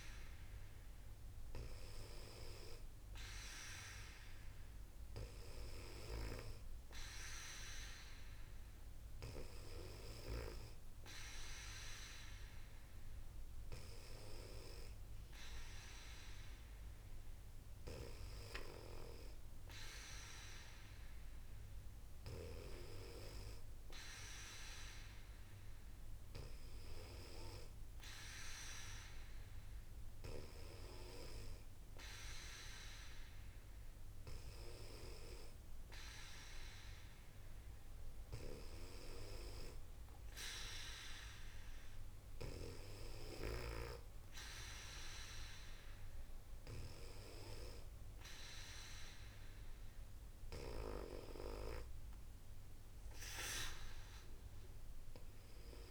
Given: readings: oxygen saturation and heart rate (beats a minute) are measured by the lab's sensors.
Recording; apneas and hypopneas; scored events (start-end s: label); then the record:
breathing in sleep by a room microphone; none
none scored
From the record:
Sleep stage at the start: N2 (light sleep); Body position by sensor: on the back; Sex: female